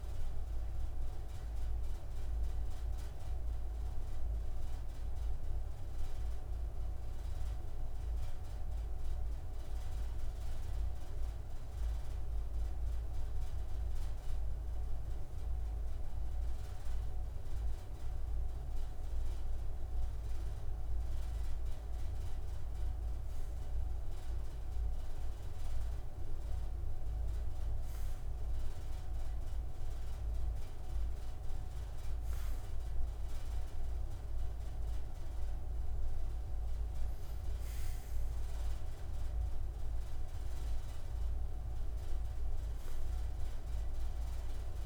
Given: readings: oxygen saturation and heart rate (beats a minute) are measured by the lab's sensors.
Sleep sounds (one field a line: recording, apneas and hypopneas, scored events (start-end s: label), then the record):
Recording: breathing in sleep, hard to hear, by a room microphone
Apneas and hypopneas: 1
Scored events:
2.00-13.50 s: hypopnea (oxygen 96% before, 94% lowest, heart rate 81 before, 77 extreme, up 1 after)
16.50-20.50 s: arousal
From the record:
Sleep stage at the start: N2 (light sleep)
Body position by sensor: on the right side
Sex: male